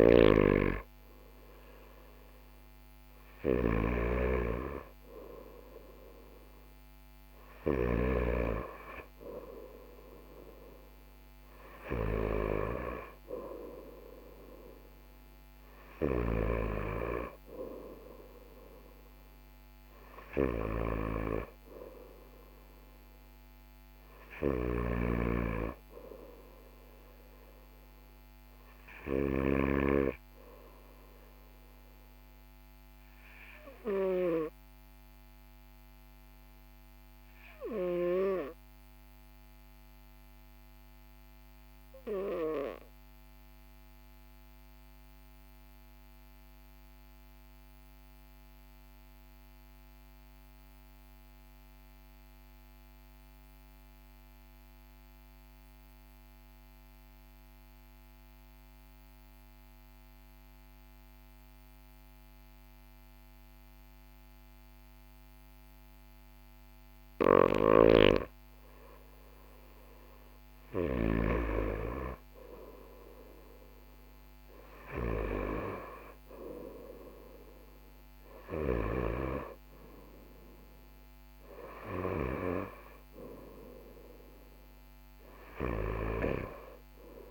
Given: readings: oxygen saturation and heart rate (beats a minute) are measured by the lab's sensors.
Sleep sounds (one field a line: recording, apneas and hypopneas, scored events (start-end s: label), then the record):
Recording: breathing in sleep by a microphone on the trachea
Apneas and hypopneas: 1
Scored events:
0.00-1.50 s: arousal
0.00-7.50 s: snoring (device-marked)
24.00-29.50 s: snoring (device-marked)
41.00-67.00 s: obstructive apnea (oxygen 98% before, 94% lowest, heart rate 44 before, 42 extreme, up 1 after)
66.50-71.00 s: snoring (device-marked)
69.50-74.00 s: arousal
From the record:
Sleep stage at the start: N2 (light sleep)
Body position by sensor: on the right side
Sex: male